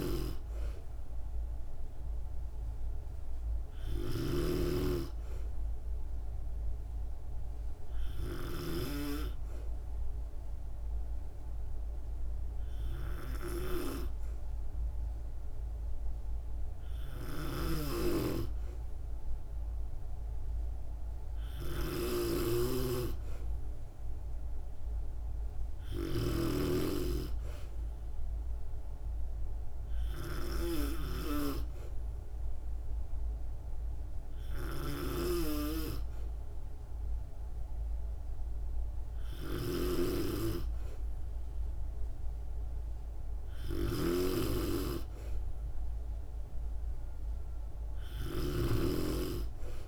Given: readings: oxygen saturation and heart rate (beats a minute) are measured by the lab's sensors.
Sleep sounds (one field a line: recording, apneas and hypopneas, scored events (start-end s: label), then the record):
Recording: breathing in sleep by a room microphone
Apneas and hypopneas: none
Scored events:
0.00-49.88 s: snoring (device-marked)
From the record:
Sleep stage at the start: N2 (light sleep)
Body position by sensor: on the back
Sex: female